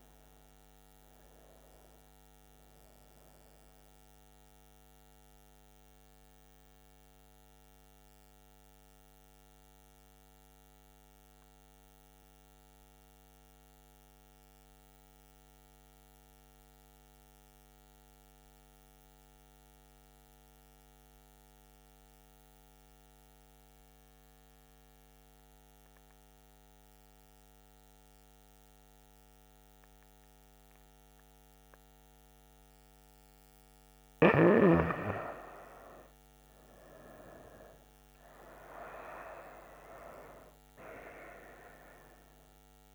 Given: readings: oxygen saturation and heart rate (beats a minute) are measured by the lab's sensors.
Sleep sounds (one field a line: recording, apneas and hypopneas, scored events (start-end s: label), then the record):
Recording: breathing in sleep by a microphone on the trachea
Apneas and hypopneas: 1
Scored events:
4.00-33.00 s: mixed apnea (oxygen 97% before, 91% lowest, heart rate 76 before, 63 extreme, up 8 after)
29.00-42.95 s: oxygen desaturation (device-marked, oxygen 98% before, 91% lowest, heart rate 66 before, 65 extreme)
34.50-40.00 s: arousal
From the record:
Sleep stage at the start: N2 (light sleep)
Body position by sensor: on the back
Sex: female